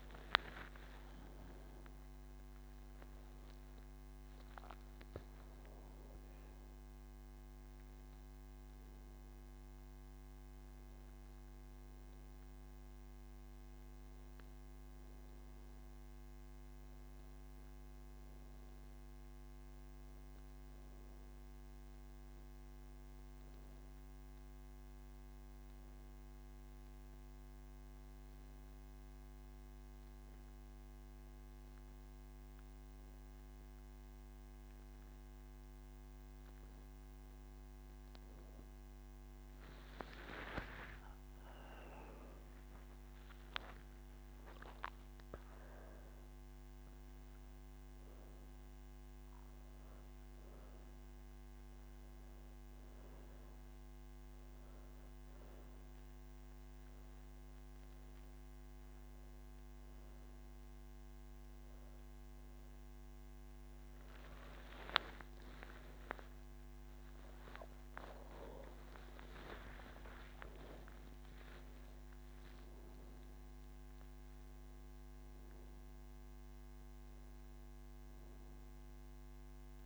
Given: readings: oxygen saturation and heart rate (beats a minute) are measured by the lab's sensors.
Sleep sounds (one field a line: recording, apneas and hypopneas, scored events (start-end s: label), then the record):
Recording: breathing in sleep by a microphone on the trachea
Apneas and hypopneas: none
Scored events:
24.50-35.50 s: oxygen desaturation (device-marked, oxygen 97% before, 94% lowest)
From the record:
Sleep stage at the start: N1 (lightest sleep)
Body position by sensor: on the back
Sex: female